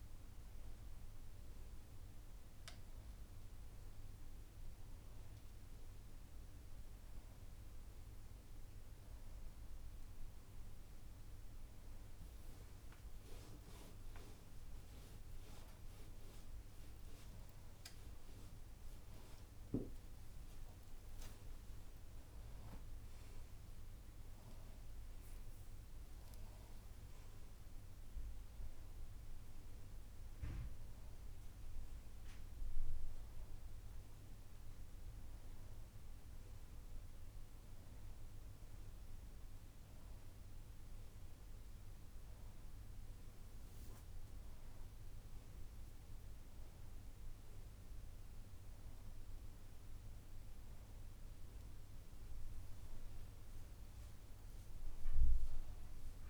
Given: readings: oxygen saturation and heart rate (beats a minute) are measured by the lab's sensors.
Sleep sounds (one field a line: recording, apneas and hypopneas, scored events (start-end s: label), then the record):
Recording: a person awake in a sleep study, hard to hear, by a room microphone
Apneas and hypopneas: none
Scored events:
15.00-33.00 s: tachycardia (device-marked, heart rate 51 before, 102 extreme)
From the record:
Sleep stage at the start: awake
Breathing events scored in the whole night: 164 in 5.3 hours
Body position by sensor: on the right side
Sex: female